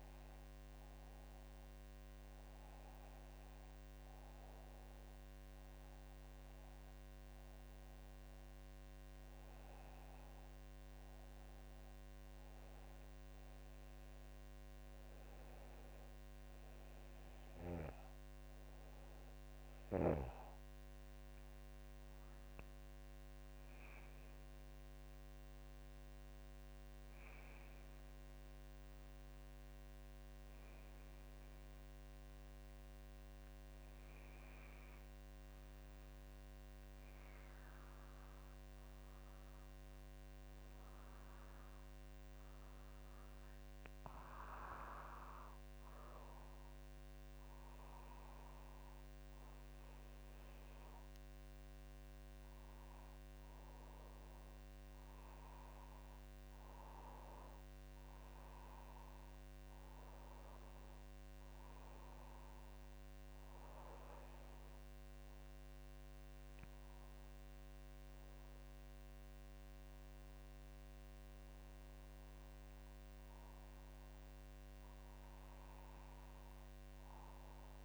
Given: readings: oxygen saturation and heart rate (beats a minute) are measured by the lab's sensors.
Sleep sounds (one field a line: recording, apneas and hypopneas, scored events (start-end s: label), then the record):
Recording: breathing in sleep, hard to hear, by a microphone on the trachea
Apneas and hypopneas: none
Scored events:
none scored
From the record:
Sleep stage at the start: N2 (light sleep)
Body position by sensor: on the back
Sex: female